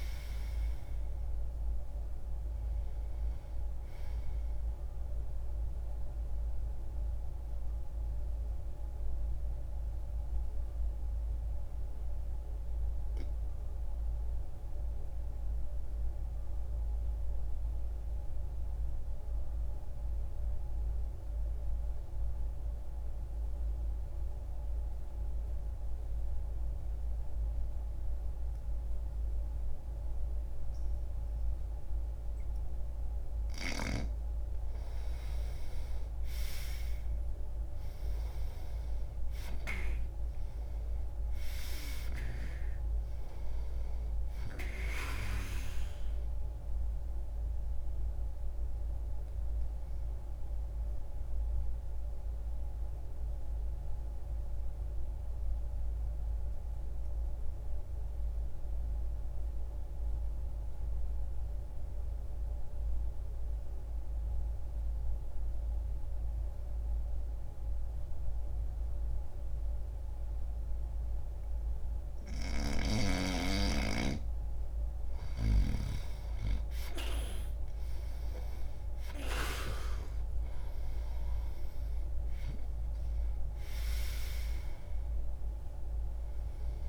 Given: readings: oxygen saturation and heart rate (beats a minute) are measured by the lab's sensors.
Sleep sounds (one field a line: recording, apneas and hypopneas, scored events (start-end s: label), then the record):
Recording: breathing in sleep by a room microphone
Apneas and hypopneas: 2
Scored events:
0.00-27.50 s: oxygen desaturation (device-marked, oxygen 79% lowest)
4.50-33.00 s: mixed apnea (oxygen 98% before, 79% lowest)
32.50-67.50 s: oxygen desaturation (device-marked, oxygen 99% before, 83% lowest)
34.50-38.50 s: arousal
46.00-73.00 s: obstructive apnea (oxygen 99% before, 82% lowest)
75.00-80.00 s: arousal
77.50-86.88 s: oxygen desaturation (device-marked, oxygen 98% before, 82% lowest)
From the record:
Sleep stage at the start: N2 (light sleep)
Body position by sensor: on the back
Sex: male